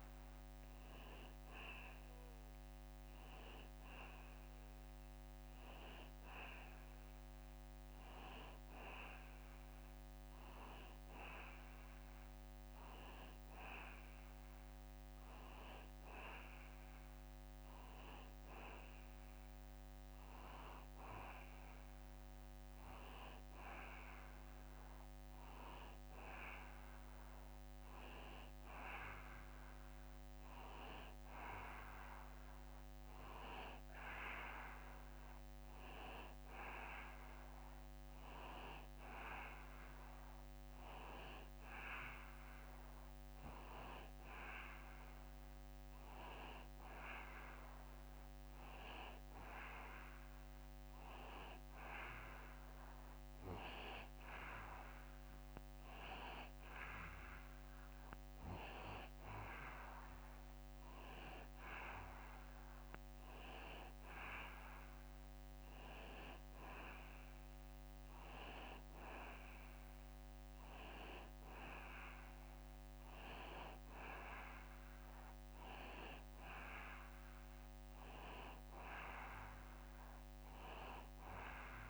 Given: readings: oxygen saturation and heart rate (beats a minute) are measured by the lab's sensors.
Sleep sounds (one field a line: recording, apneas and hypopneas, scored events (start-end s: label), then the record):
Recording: breathing in sleep by a microphone on the trachea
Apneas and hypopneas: none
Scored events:
none scored
From the record:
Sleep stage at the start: N2 (light sleep)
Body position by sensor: on the back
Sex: male